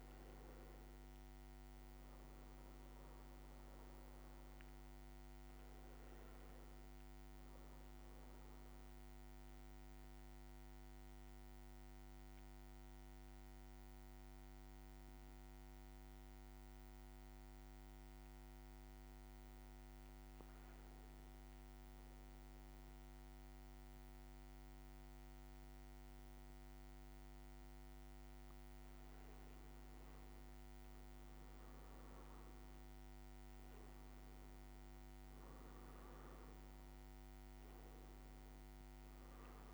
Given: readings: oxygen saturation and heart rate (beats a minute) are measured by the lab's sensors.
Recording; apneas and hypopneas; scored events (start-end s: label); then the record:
breathing in sleep, hard to hear, by a microphone on the trachea; 1
9.00-26.50 s: hypopnea (oxygen 99% before, 96% lowest, heart rate 62 before, 55 extreme, up 4 after)
28.50-31.00 s: leg movement (device-marked)
From the record:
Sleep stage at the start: N2 (light sleep); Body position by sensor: on the back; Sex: male